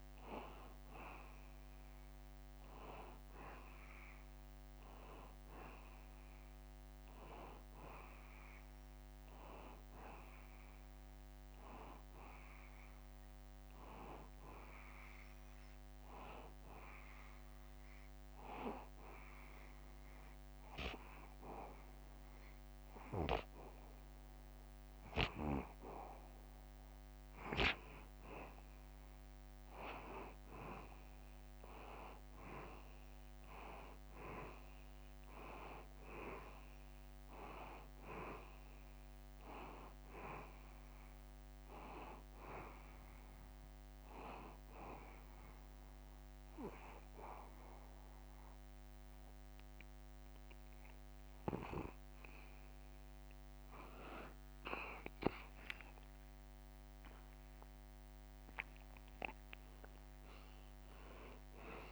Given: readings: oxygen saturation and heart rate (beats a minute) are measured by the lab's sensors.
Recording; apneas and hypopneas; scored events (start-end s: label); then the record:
breathing in sleep by a microphone on the trachea; 2
12.00-15.50 s: arousal
19.00-29.50 s: obstructive apnea (oxygen 94% before, 89% lowest, heart rate 82 before, 80 extreme, up 1 after)
31.00-34.50 s: arousal
34.00-53.00 s: oxygen desaturation (device-marked, oxygen 93% before, 89% lowest, heart rate 81 before, 80 extreme)
44.50-54.50 s: obstructive apnea (oxygen 93% before, 89% lowest, heart rate 81 before, 80 extreme, up 4 after)
56.50-61.00 s: arousal
From the record:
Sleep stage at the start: N2 (light sleep); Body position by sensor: on the back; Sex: male